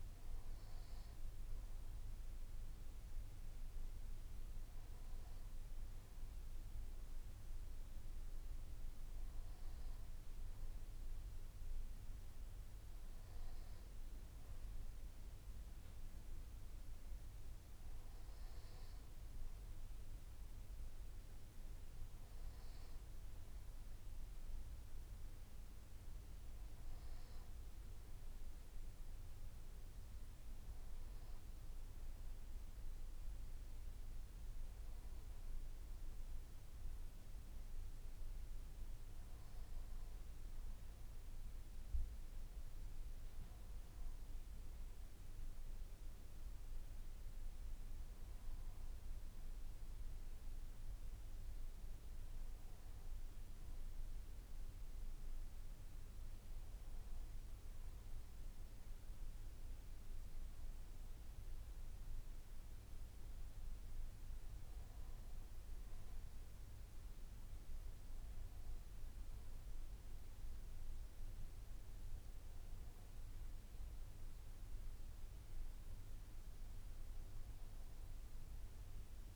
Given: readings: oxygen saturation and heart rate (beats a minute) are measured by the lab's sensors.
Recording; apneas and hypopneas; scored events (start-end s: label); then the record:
breathing in sleep, hard to hear, by a room microphone; none
none scored
From the record:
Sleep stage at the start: N1 (lightest sleep); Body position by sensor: on the back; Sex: male